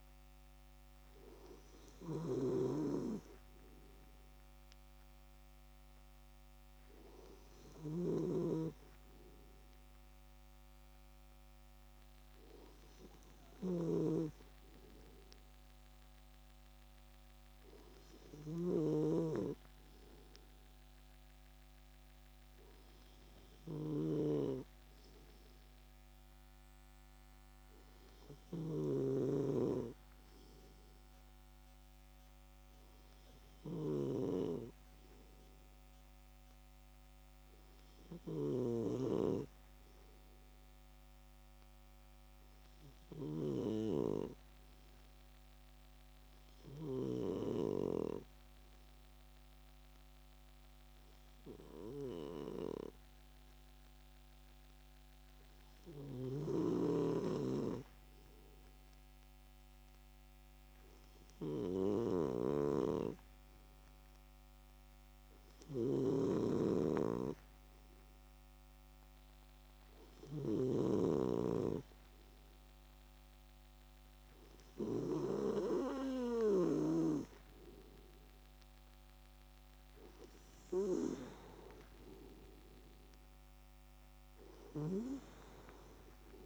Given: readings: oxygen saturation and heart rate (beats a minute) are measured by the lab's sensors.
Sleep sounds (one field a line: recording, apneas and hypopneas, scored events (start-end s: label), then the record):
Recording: breathing in sleep by a microphone on the trachea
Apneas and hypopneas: 1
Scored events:
2.00-19.00 s: snoring (device-marked)
4.00-8.00 s: arousal
10.50-66.50 s: obstructive apnea (oxygen 97% before, 94% lowest)
28.50-38.50 s: snoring (device-marked)
65.50-70.50 s: snoring (device-marked)
70.00-74.00 s: arousal
From the record:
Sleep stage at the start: N2 (light sleep)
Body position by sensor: on the left side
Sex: male